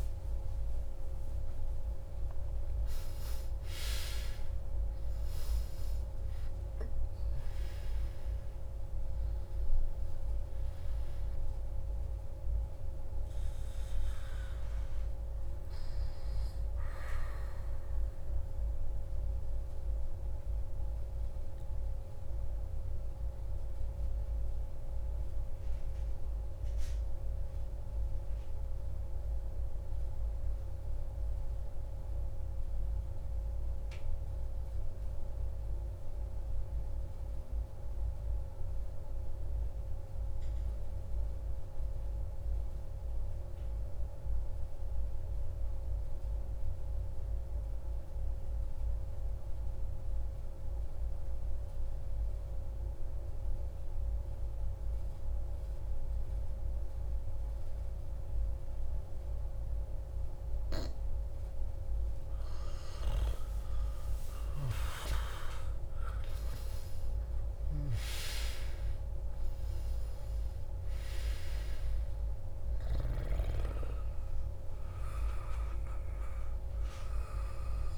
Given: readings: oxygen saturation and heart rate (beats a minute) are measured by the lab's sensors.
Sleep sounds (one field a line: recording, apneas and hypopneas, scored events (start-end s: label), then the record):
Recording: breathing in sleep by a room microphone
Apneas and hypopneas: 1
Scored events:
0.00-19.00 s: oxygen desaturation (device-marked, oxygen 87% lowest)
17.50-61.00 s: mixed apnea (oxygen 92% before, 90% lowest)
51.00-77.98 s: oxygen desaturation (device-marked, oxygen 98% before, 90% lowest)
62.50-67.50 s: arousal
From the record:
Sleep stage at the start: N2 (light sleep)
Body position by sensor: on the back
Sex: male